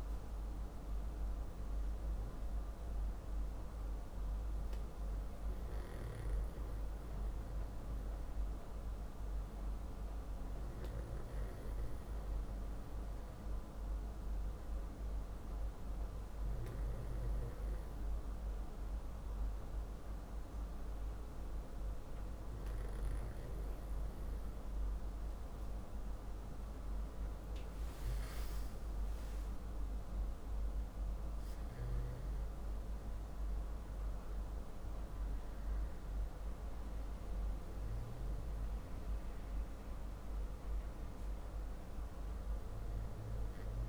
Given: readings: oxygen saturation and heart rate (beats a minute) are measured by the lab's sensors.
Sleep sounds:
breathing in sleep, hard to hear, by a room microphone; none
none scored
From the record:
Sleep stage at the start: N2 (light sleep); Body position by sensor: on the back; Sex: male

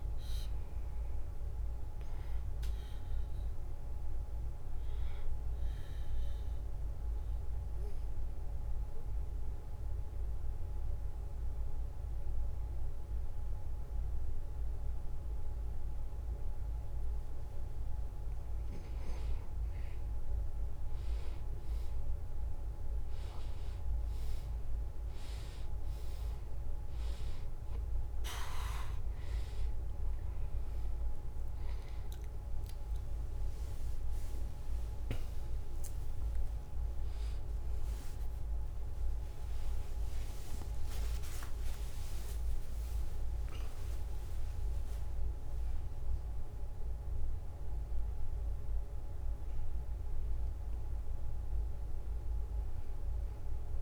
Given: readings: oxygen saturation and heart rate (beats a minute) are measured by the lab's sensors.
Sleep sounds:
breathing in sleep, hard to hear, by a room microphone; 1
0.00-9.00 s: oxygen desaturation (device-marked, oxygen 88% lowest, heart rate 70 extreme)
0.00-10.00 s: drop in pulse transit time (device-marked, heart rate 75 extreme)
3.50-19.00 s: obstructive apnea (oxygen 95% before, 88% lowest, heart rate 75 before, 70 extreme, up 1 after)
21.00-25.00 s: arousal
25.00-46.00 s: oxygen desaturation (device-marked, oxygen 95% before, 88% lowest, heart rate 73 before, 73 extreme)
38.00-40.00 s: long interval between heartbeats (device-marked, heart rate 74 before, 90 extreme)
42.00-44.00 s: long interval between heartbeats (device-marked, heart rate 78 before, 99 extreme)
48.00-52.00 s: arousal
48.00-53.82 s: drop in pulse transit time (device-marked, heart rate 84 before, 74 extreme)
From the record:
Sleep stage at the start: N2 (light sleep); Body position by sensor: on the right side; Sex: male

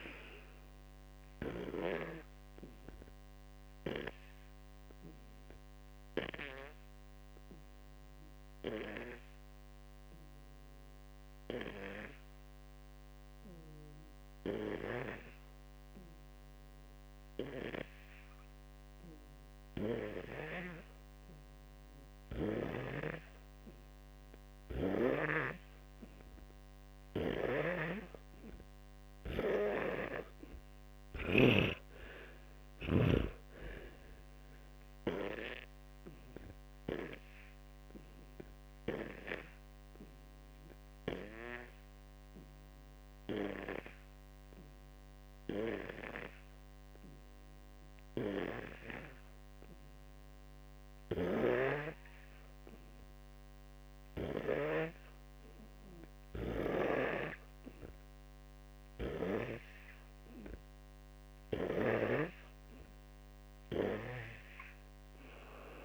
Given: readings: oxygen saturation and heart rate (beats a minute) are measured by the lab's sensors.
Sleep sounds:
breathing in sleep by a microphone on the trachea; 2
0.00-3.00 s: oxygen desaturation (device-marked, oxygen 89% lowest, heart rate 56 extreme)
12.00-24.00 s: hypopnea (oxygen 99% before, 89% lowest, heart rate 70 before, 55 extreme, up 5 after)
22.00-29.00 s: oxygen desaturation (device-marked, oxygen 96% before, 93% lowest, heart rate 62 before, 55 extreme)
28.00-31.50 s: arousal
37.50-51.50 s: hypopnea (oxygen 99% before, 87% lowest, heart rate 61 before, 56 extreme, up 1 after)
43.00-63.00 s: oxygen desaturation (device-marked, oxygen 98% before, 90% lowest, heart rate 62 before, 56 extreme)
52.50-57.50 s: arousal
From the record:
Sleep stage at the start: N2 (light sleep); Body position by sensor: on the back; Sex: male

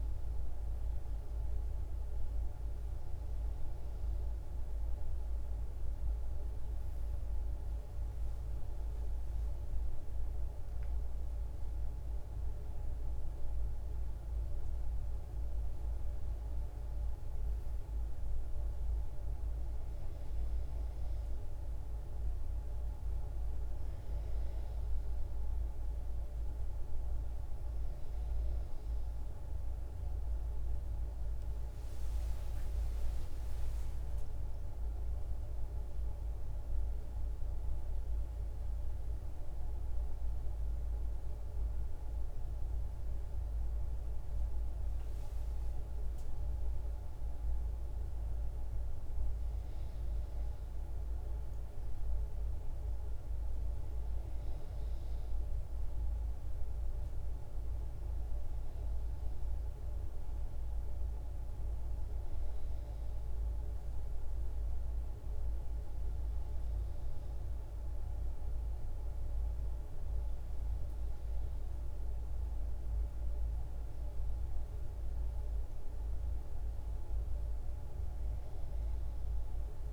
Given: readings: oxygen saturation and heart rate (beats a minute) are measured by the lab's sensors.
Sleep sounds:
a person awake in a sleep study, hard to hear, by a room microphone; none
none scored
From the record:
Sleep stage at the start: awake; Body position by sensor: on the back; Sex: female

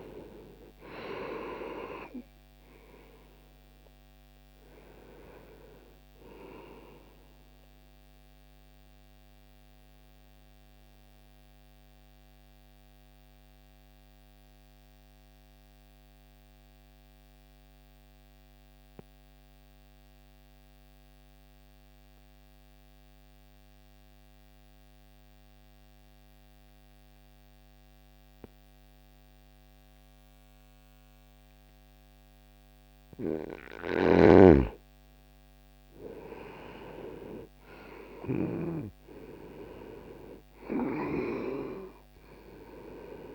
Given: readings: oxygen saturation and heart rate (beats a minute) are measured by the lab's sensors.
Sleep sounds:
breathing in sleep by a microphone on the trachea; 1
0.00-32.00 s: oxygen desaturation (device-marked, oxygen 84% lowest)
9.00-33.50 s: mixed apnea (oxygen 98% before, 84% lowest)
35.50-39.50 s: arousal
From the record:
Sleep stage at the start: N2 (light sleep); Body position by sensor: on the back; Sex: male

